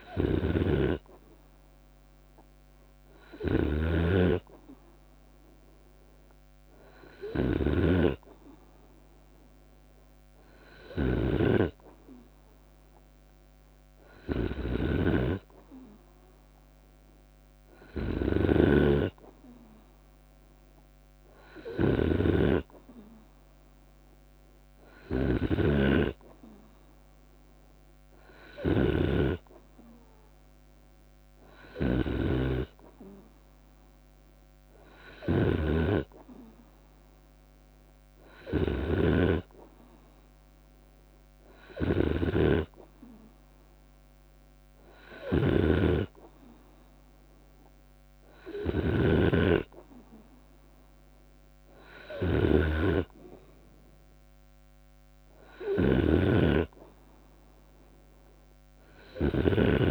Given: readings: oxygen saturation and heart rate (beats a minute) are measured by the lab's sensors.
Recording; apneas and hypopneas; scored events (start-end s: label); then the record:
breathing in sleep by a microphone on the trachea; none
0.00-24.50 s: snoring (device-marked)
25.50-27.50 s: long interval between heartbeats (device-marked, heart rate 72 before, 77 extreme)
25.50-39.50 s: drop in pulse transit time (device-marked, heart rate 72 before, 75 extreme)
31.00-59.91 s: snoring (device-marked)
49.50-51.50 s: long interval between heartbeats (device-marked, heart rate 83 before, 79 extreme)
From the record:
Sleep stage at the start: N2 (light sleep); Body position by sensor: on the right side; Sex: male